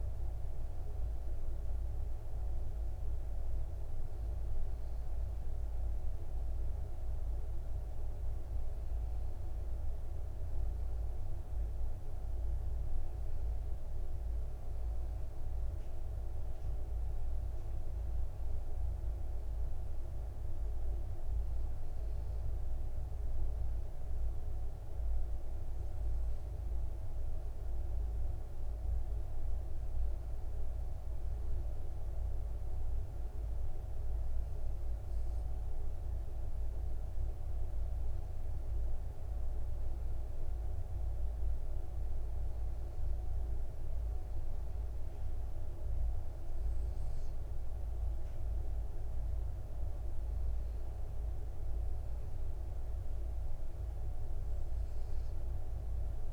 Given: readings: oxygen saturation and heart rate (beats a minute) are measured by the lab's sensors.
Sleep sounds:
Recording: breathing in sleep, hard to hear, by a room microphone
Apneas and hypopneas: none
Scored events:
none scored
From the record:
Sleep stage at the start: N2 (light sleep)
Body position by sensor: on the back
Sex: male

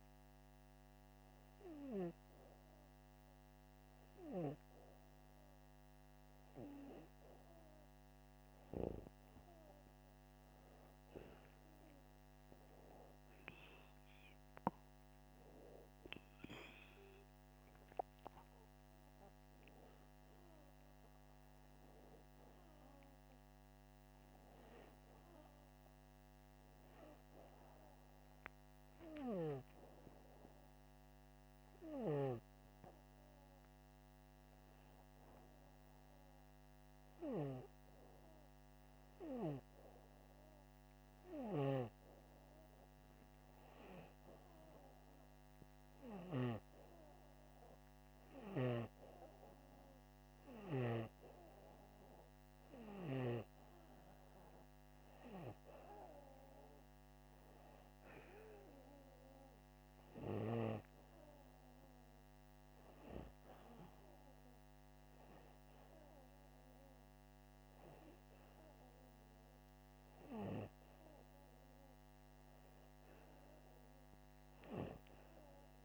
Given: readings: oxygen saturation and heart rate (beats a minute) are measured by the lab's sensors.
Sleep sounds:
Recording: breathing in sleep by a microphone on the trachea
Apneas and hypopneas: none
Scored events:
11.50-31.50 s: oxygen desaturation (device-marked, oxygen 96% before, 92% lowest, heart rate 84 before, 79 extreme)
From the record:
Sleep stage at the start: N2 (light sleep)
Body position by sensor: upright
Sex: male

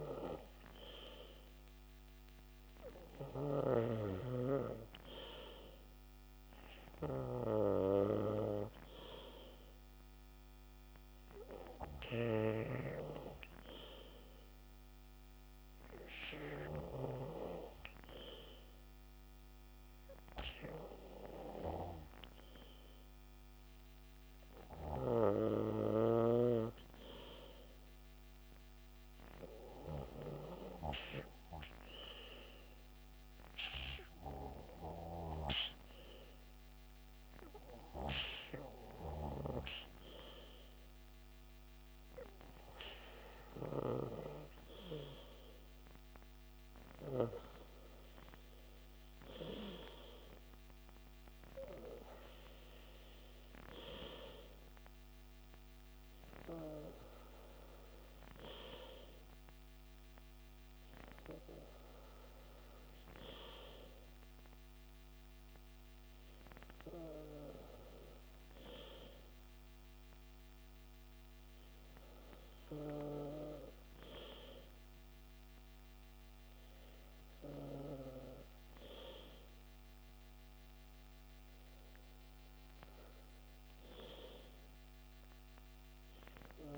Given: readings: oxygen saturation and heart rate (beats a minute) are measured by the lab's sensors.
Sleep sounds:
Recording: breathing in sleep by a microphone on the trachea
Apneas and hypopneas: none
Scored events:
none scored
From the record:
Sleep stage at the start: N2 (light sleep)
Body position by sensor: on the back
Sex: male

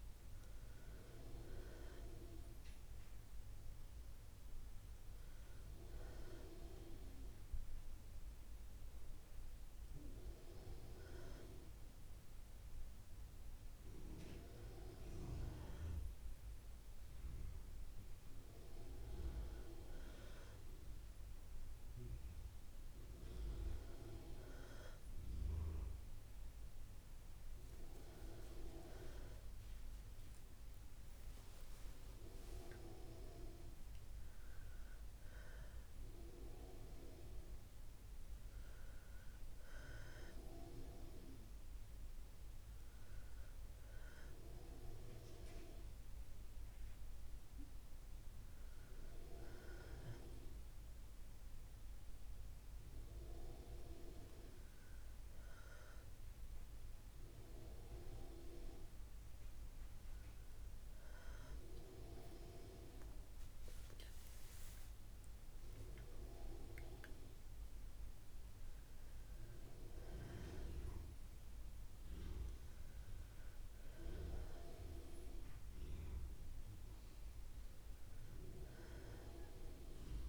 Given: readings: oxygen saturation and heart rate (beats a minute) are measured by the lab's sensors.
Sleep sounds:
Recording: breathing in sleep by a room microphone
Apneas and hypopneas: none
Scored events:
31.00-35.00 s: arousal
From the record:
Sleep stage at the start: REM sleep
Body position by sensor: on the back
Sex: female

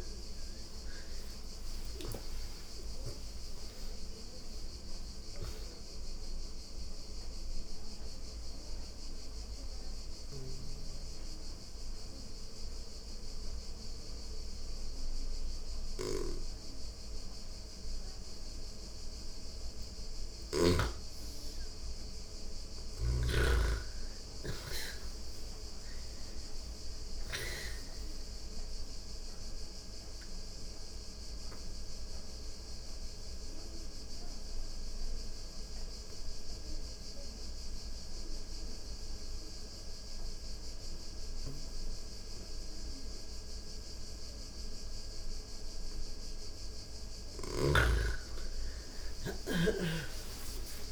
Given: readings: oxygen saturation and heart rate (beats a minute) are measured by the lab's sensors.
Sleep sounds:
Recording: breathing in sleep by a room microphone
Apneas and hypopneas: 2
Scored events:
0.00-3.50 s: arousal
0.00-19.00 s: oxygen desaturation (device-marked, oxygen 97% before, 86% lowest)
6.00-18.50 s: mixed apnea (oxygen 97% before, 86% lowest)
20.50-24.00 s: arousal
28.00-45.50 s: obstructive apnea (oxygen 99% before, 86% lowest)
31.00-42.00 s: oxygen desaturation (device-marked, oxygen 99% before, 87% lowest)
47.50-50.91 s: arousal
49.00-50.91 s: snoring (device-marked)
From the record:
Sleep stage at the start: N2 (light sleep)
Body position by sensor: on the back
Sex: female

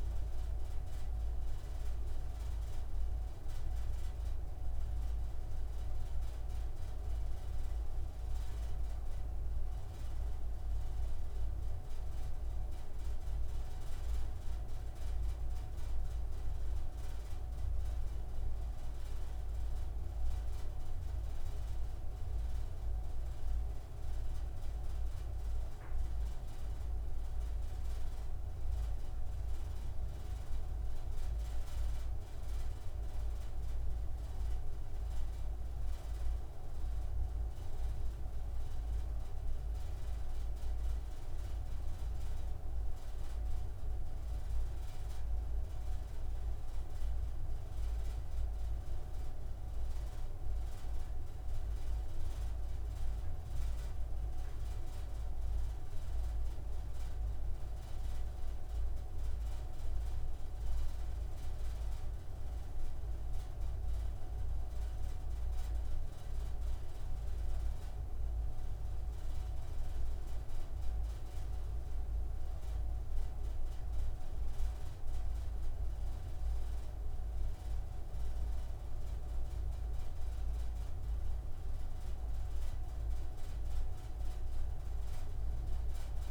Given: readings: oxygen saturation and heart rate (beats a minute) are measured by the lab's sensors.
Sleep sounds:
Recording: breathing in sleep, hard to hear, by a room microphone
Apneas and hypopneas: none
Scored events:
none scored
From the record:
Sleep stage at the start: N3 (deep sleep)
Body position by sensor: on the right side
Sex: male

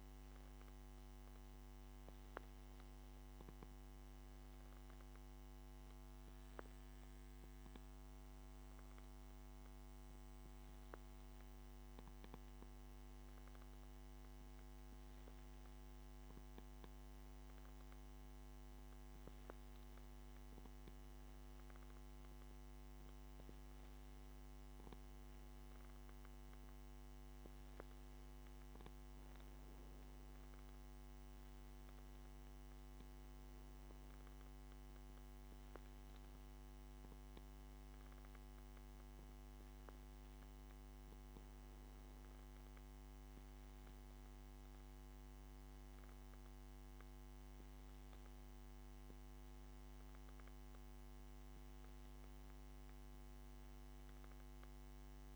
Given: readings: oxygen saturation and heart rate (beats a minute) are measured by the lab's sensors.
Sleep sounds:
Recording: breathing in sleep, hard to hear, by a microphone on the trachea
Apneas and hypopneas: none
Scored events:
none scored
From the record:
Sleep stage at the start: N1 (lightest sleep)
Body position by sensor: on the back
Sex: male

